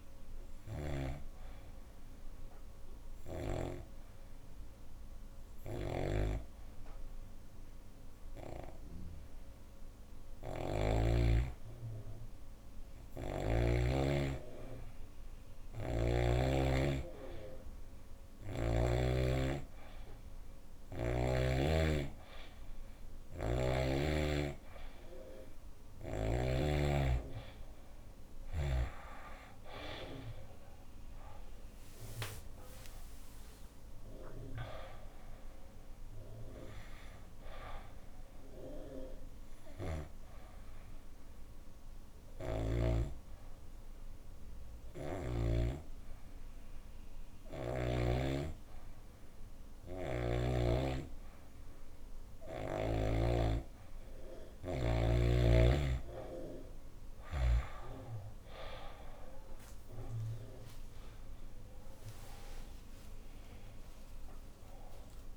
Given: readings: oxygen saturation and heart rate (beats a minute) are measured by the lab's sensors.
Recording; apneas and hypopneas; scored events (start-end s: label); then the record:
breathing in sleep by a room microphone; 2
0.00-8.50 s: oxygen desaturation (device-marked, oxygen 91% lowest, heart rate 65 extreme)
0.50-13.00 s: hypopnea (oxygen 96% before, 90% lowest, heart rate 102 before, 65 extreme, up 34 after)
5.50-13.50 s: snoring (device-marked)
15.50-18.50 s: arousal
19.50-45.50 s: oxygen desaturation (device-marked, oxygen 97% before, 92% lowest)
32.00-36.00 s: arousal
37.50-41.50 s: bradycardia (device-marked)
40.50-54.00 s: hypopnea (oxygen 97% before, 90% lowest, heart rate 126 before, 172 extreme)
49.50-53.00 s: snoring (device-marked)
59.50-65.37 s: oxygen desaturation (device-marked, oxygen 97% before, 90% lowest, heart rate 146 before, 93 extreme)
60.00-65.00 s: arousal
From the record:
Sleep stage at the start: N2 (light sleep); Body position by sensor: on the back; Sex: female